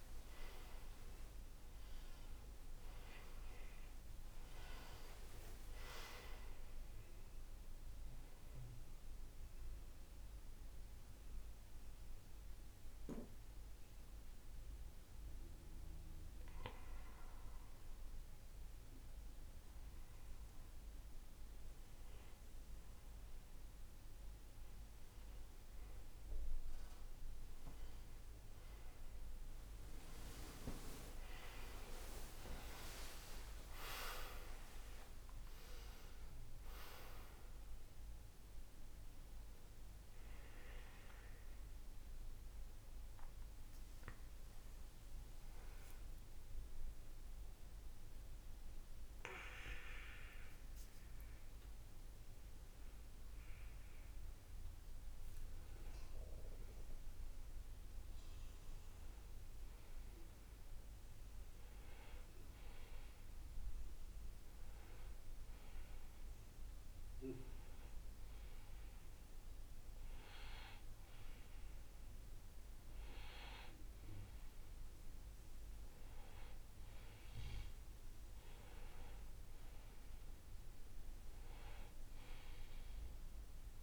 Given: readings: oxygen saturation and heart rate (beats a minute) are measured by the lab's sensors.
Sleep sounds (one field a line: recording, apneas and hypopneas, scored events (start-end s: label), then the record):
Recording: breathing in sleep by a room microphone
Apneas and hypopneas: 2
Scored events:
0.00-4.00 s: arousal
8.00-22.50 s: obstructive apnea (oxygen 95% before, 92% lowest, heart rate 66 before, 56 extreme)
26.50-40.50 s: oxygen desaturation (device-marked, oxygen 97% before, 93% lowest, heart rate 71 before, 56 extreme)
28.50-33.00 s: arousal
42.00-55.50 s: hypopnea (oxygen 97% before, 93% lowest, heart rate 69 before, 56 extreme, up 2 after)
57.50-60.00 s: arousal
58.50-83.83 s: new sleep stage, N2 (light sleep)
From the record:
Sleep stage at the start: N1 (lightest sleep)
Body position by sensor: on the right side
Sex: male